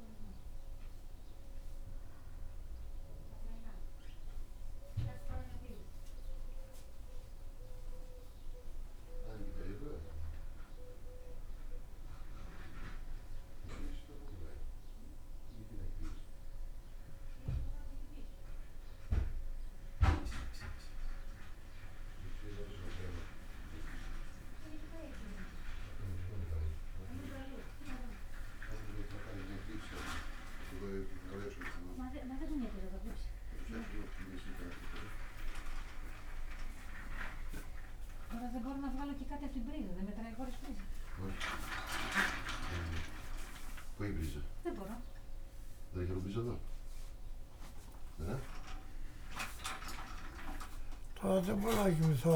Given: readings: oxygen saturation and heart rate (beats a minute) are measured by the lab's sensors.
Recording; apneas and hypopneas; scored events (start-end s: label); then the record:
breathing in sleep by a room microphone; none
1.00-18.00 s: oxygen desaturation (device-marked, oxygen 97% before, 93% lowest, heart rate 83 before, 76 extreme)
From the record:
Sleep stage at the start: N1 (lightest sleep); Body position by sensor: on the back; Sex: male